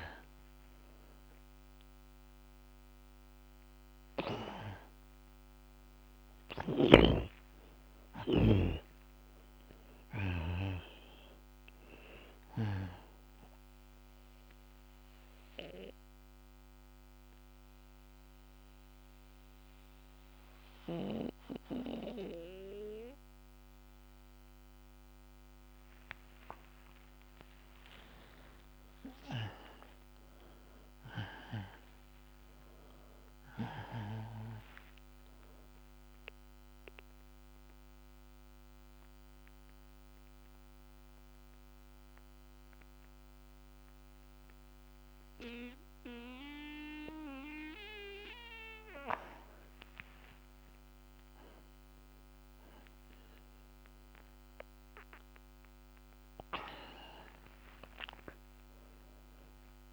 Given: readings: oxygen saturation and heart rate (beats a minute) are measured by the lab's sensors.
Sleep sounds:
breathing in sleep by a microphone on the trachea; 2
0.00-1.00 s: oxygen desaturation (device-marked, oxygen 82% lowest)
3.00-19.00 s: oxygen desaturation (device-marked, oxygen 95% before, 84% lowest)
7.00-11.00 s: snoring (device-marked)
14.00-26.50 s: mixed apnea (oxygen 95% before, 82% lowest)
27.50-31.50 s: arousal
36.00-48.50 s: central apnea (oxygen 97% before, 82% lowest)
38.00-55.00 s: oxygen desaturation (device-marked, oxygen 96% before, 82% lowest)
51.50-56.50 s: arousal
From the record:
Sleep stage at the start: N2 (light sleep); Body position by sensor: on the back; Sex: male

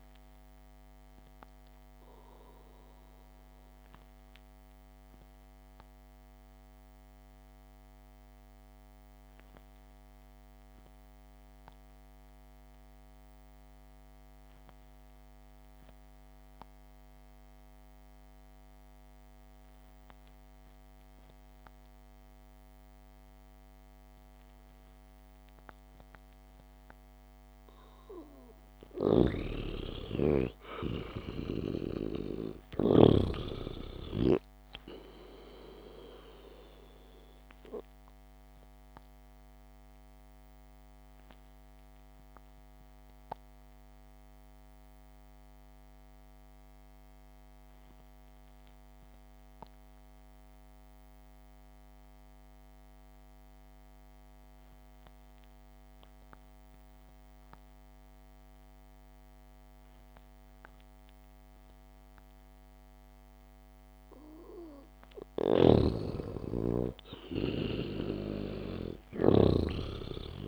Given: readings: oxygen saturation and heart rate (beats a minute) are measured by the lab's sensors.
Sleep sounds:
breathing in sleep by a microphone on the trachea; 2
0.50-8.50 s: oxygen desaturation (device-marked, oxygen 96% before, 93% lowest, heart rate 58 before, 54 extreme)
3.00-27.00 s: obstructive apnea (oxygen 98% before, 90% lowest, heart rate 57 before, 51 extreme, up 1 after)
14.50-19.50 s: oxygen desaturation (device-marked, oxygen 94% before, 91% lowest, heart rate 59 before, 51 extreme)
28.50-45.50 s: oxygen desaturation (device-marked, oxygen 97% before, 91% lowest, heart rate 63 before, 52 extreme)
29.50-33.50 s: snoring (device-marked)
30.50-34.00 s: arousal
31.50-33.50 s: long interval between heartbeats (device-marked, heart rate 63 before, 52 extreme)
39.50-64.00 s: obstructive apnea (oxygen 97% before, 89% lowest, heart rate 58 before, 54 extreme)
66.00-70.48 s: snoring (device-marked)
67.50-70.48 s: arousal
68.00-70.00 s: long interval between heartbeats (device-marked, heart rate 61 before, 62 extreme)
From the record:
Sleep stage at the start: N2 (light sleep); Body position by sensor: on the back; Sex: male

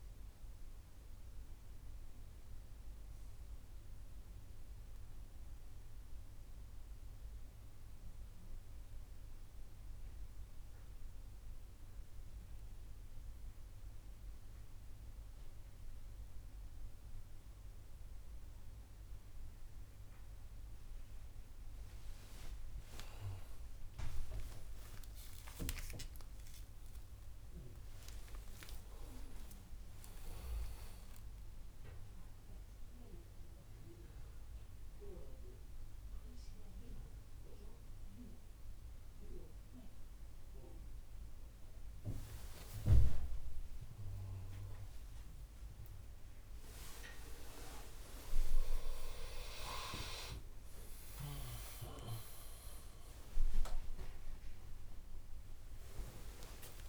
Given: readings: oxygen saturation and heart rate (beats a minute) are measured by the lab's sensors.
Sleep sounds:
a person partly awake in a sleep study, by a room microphone; 1
8.00-21.00 s: hypopnea (oxygen 98% before, 94% lowest, heart rate 128 before, 79 extreme, up 19 after)
36.00-56.89 s: new sleep stage, awake
From the record:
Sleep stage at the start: N1 (lightest sleep); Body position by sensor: on the back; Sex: male

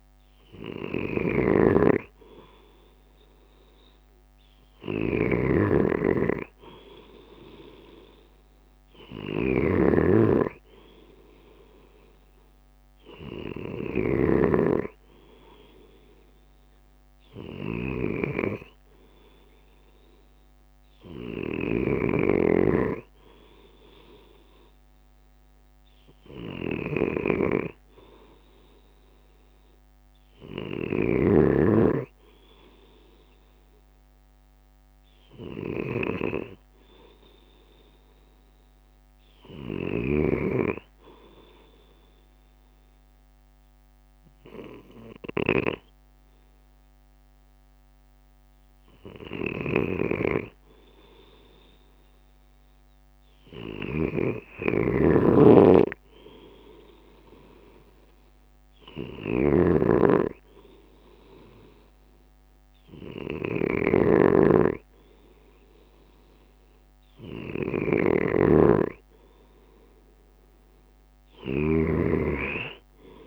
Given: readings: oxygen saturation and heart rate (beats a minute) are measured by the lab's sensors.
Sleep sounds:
breathing in sleep by a microphone on the trachea; none
57.00-67.00 s: drop in pulse transit time (device-marked, heart rate 57 before, 59 extreme)
From the record:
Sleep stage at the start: N2 (light sleep); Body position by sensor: on the left side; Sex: male

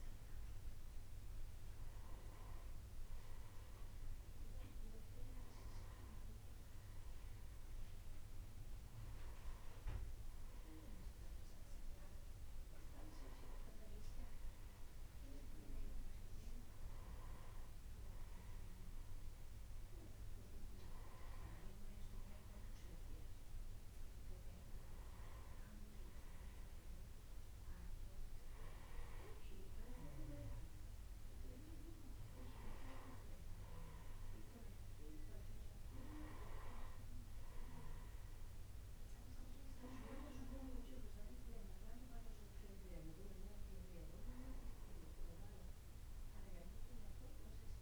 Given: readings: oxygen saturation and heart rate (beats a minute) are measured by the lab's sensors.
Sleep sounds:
breathing in sleep by a room microphone; none
none scored
From the record:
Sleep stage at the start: N1 (lightest sleep); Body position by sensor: on the back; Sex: male

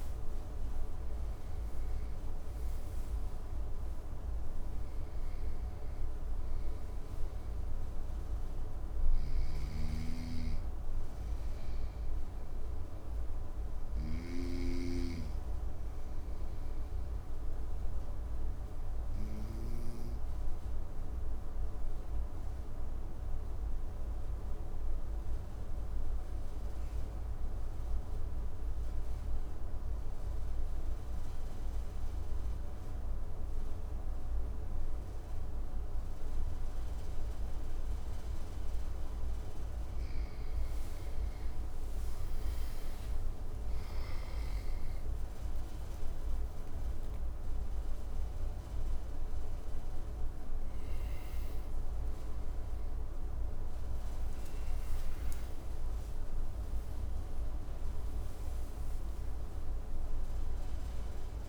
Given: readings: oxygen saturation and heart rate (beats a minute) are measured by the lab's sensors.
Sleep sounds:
breathing in sleep, hard to hear, by a room microphone; 1
0.00-2.50 s: arousal
8.50-13.50 s: snoring (device-marked)
11.50-40.00 s: obstructive apnea (oxygen 98% before, 93% lowest, heart rate 60 before, 54 extreme, up 15 after)
41.50-47.50 s: arousal
From the record:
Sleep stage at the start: N2 (light sleep); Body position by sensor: on the front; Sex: male

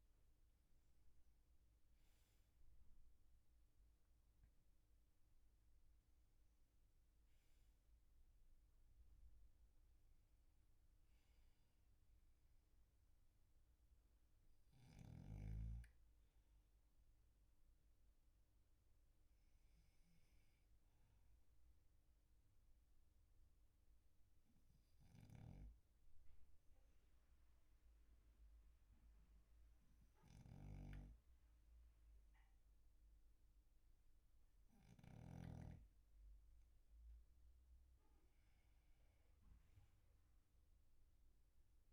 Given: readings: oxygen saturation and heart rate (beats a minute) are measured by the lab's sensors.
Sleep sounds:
breathing in sleep by a room microphone; 1
19.00-36.00 s: hypopnea (oxygen 98% before, 95% lowest, heart rate 53 before, 43 extreme, up 13 after)
38.50-41.93 s: arousal
From the record:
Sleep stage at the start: N2 (light sleep); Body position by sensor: on the back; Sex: male

